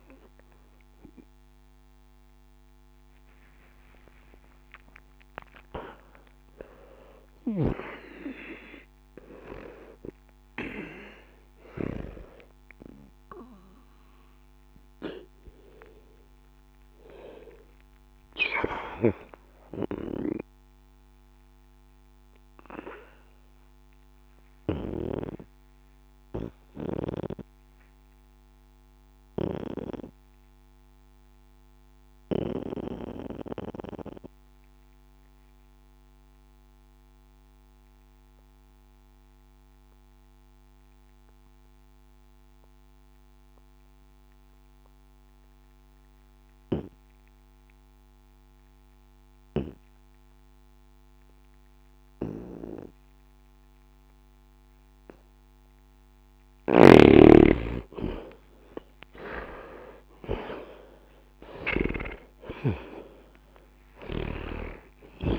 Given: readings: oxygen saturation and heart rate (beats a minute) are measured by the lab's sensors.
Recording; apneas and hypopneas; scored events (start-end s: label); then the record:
breathing in sleep by a microphone on the trachea; 1
0.00-40.00 s: oxygen desaturation (device-marked, oxygen 89% lowest, heart rate 62 extreme)
25.00-56.00 s: mixed apnea (oxygen 97% before, 79% lowest, heart rate 63 before, 61 extreme, up 0 after)
53.00-65.39 s: oxygen desaturation (device-marked, oxygen 99% before, 79% lowest, heart rate 62 before, 61 extreme)
59.00-64.00 s: arousal
From the record:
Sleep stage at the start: N2 (light sleep); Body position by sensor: on the back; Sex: male